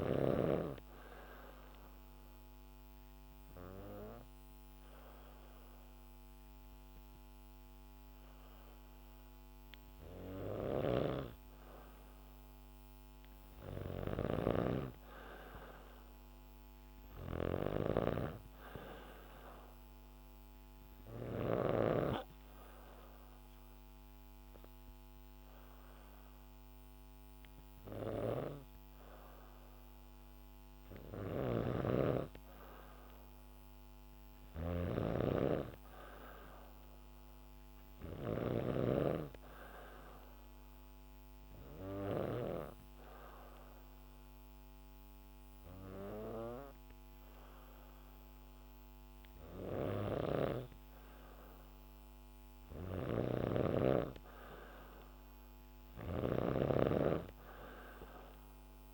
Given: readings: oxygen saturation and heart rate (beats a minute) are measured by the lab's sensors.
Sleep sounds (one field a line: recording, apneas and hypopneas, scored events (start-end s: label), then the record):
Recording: breathing in sleep by a microphone on the trachea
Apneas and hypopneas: 3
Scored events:
1.50-12.00 s: obstructive apnea (oxygen 96% before, 93% lowest, heart rate 70 before, 67 extreme, up 1 after)
10.00-21.00 s: snoring (device-marked)
14.50-17.50 s: arousal
20.50-30.50 s: obstructive apnea (oxygen 96% before, 93% lowest, heart rate 71 before, 67 extreme, up 1 after)
30.50-42.00 s: snoring (device-marked)
33.50-37.00 s: arousal
40.50-50.50 s: obstructive apnea (oxygen 96% before, 92% lowest, heart rate 70 before, 68 extreme, up 3 after)
49.50-58.94 s: snoring (device-marked)
51.50-55.00 s: arousal
From the record:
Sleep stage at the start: N2 (light sleep)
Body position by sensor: on the back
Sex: female